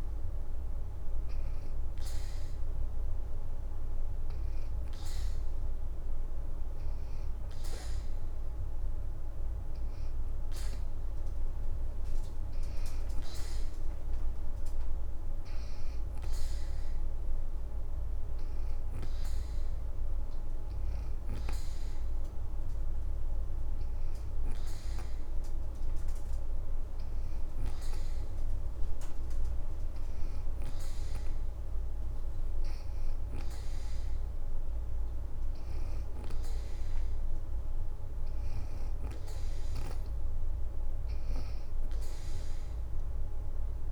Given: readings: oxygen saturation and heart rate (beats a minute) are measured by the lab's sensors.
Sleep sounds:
breathing in sleep, hard to hear, by a room microphone; 1
0.00-14.00 s: oxygen desaturation (device-marked, oxygen 83% lowest, heart rate 63 extreme)
13.00-25.00 s: hypopnea (oxygen 89% before, 85% lowest, heart rate 74 before, 73 extreme)
27.50-31.00 s: arousal
28.00-43.91 s: oxygen desaturation (device-marked, oxygen 92% before, 86% lowest, heart rate 81 before, 64 extreme)
From the record:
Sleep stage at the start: N2 (light sleep); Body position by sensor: on the back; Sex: female

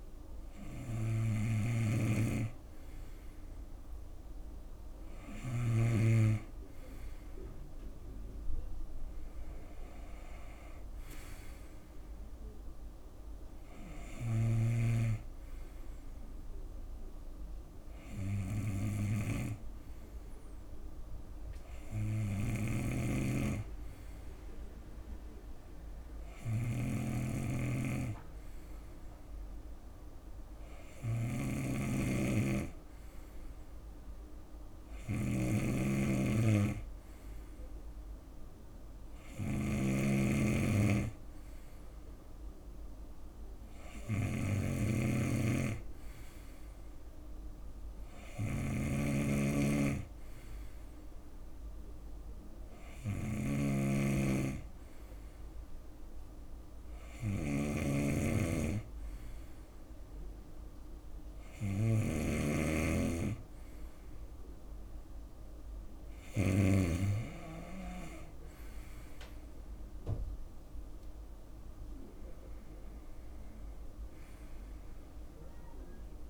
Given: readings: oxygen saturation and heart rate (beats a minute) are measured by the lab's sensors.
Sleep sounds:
breathing in sleep by a room microphone; none
0.00-5.00 s: snoring (device-marked)
13.50-66.00 s: snoring (device-marked)
70.50-76.00 s: arousal
From the record:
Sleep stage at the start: N2 (light sleep); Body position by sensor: on the right side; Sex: male

